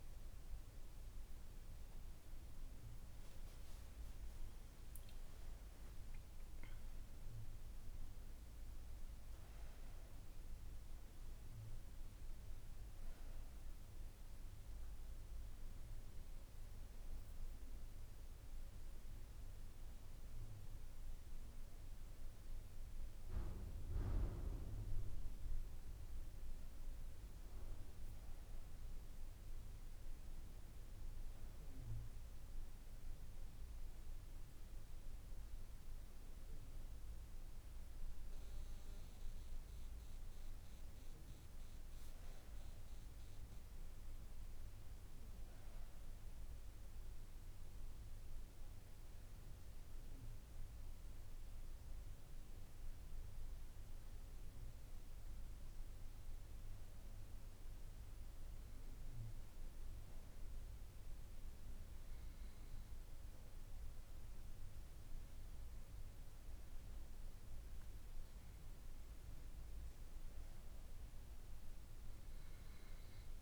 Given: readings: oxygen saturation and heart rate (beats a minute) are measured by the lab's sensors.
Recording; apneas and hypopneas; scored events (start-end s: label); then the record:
breathing in sleep, hard to hear, by a room microphone; none
5.00-9.50 s: arousal
From the record:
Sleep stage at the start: N2 (light sleep); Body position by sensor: on the right side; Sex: female